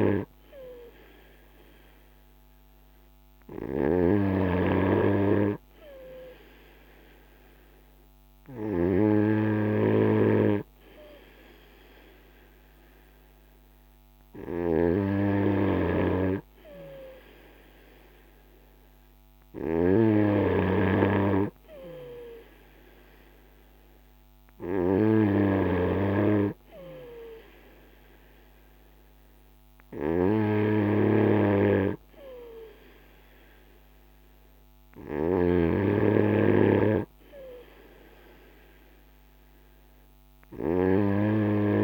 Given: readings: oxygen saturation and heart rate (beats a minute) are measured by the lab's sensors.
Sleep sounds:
breathing in sleep by a microphone on the trachea; none
none scored
From the record:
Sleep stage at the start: N3 (deep sleep); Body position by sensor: on the front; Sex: male

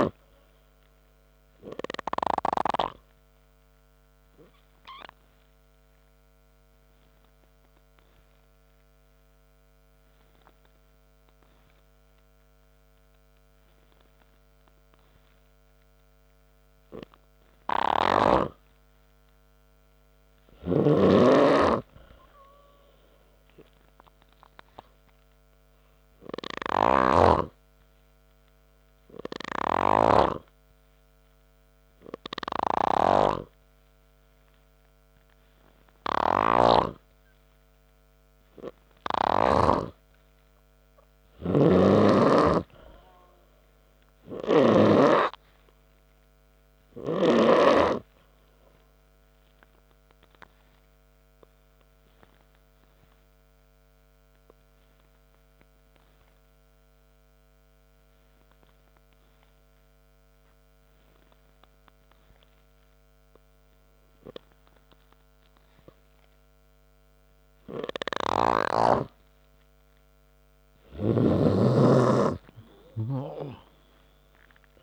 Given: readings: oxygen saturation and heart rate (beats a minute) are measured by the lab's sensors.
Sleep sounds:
breathing in sleep by a microphone on the trachea; 2
6.50-18.50 s: obstructive apnea (oxygen 97% before, 91% lowest, heart rate 63 before, 61 extreme, up 0 after)
12.50-19.50 s: oxygen desaturation (device-marked, oxygen 97% before, 94% lowest, heart rate 65 before, 61 extreme)
22.00-26.00 s: arousal
27.50-31.00 s: snoring (device-marked)
31.50-38.50 s: oxygen desaturation (device-marked, oxygen 94% before, 91% lowest, heart rate 64 before, 63 extreme)
37.00-40.50 s: snoring (device-marked)
50.50-63.50 s: oxygen desaturation (device-marked, oxygen 95% before, 91% lowest, heart rate 65 before, 55 extreme)
52.00-64.00 s: obstructive apnea (oxygen 95% before, 91% lowest, heart rate 65 before, 55 extreme, up 0 after)
66.00-69.00 s: arousal
From the record:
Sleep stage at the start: N3 (deep sleep); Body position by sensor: on the back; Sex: male

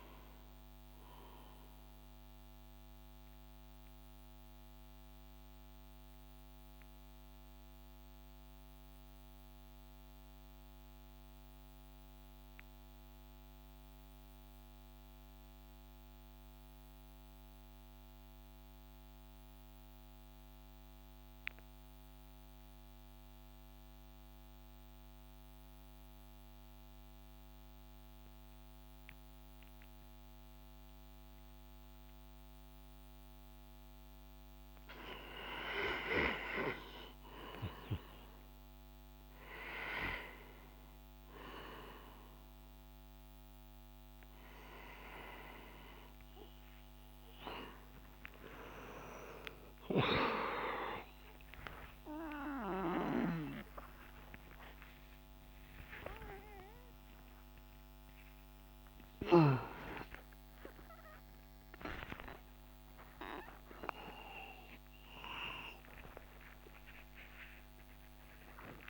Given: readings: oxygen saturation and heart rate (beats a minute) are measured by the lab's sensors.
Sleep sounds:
a person partly awake in a sleep study, by a microphone on the trachea; 1
2.50-33.50 s: mixed apnea (oxygen 96% before, 87% lowest)
27.50-50.50 s: oxygen desaturation (device-marked, oxygen 97% before, 92% lowest)
34.50-68.90 s: new sleep stage, awake
From the record:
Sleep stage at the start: N2 (light sleep); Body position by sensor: on the back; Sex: male

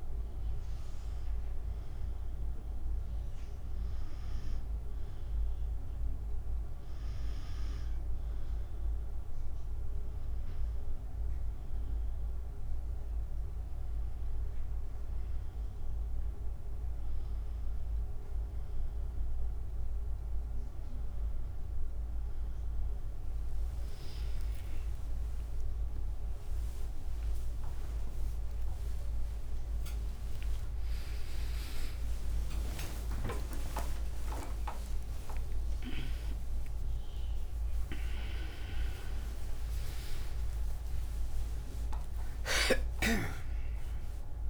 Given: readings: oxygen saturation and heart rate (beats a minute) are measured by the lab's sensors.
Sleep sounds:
a person awake in a sleep study, by a room microphone; none
4.00-44.50 s: new sleep stage, awake
21.00-44.50 s: tachycardia (device-marked, heart rate 77 before, 167 extreme)
27.00-44.50 s: drop in pulse transit time (device-marked, heart rate 84 before, 89 extreme)
30.00-38.00 s: oxygen desaturation (device-marked, oxygen 93% before, 90% lowest, heart rate 89 before, 82 extreme)
From the record:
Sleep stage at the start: N2 (light sleep); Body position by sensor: on the back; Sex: female

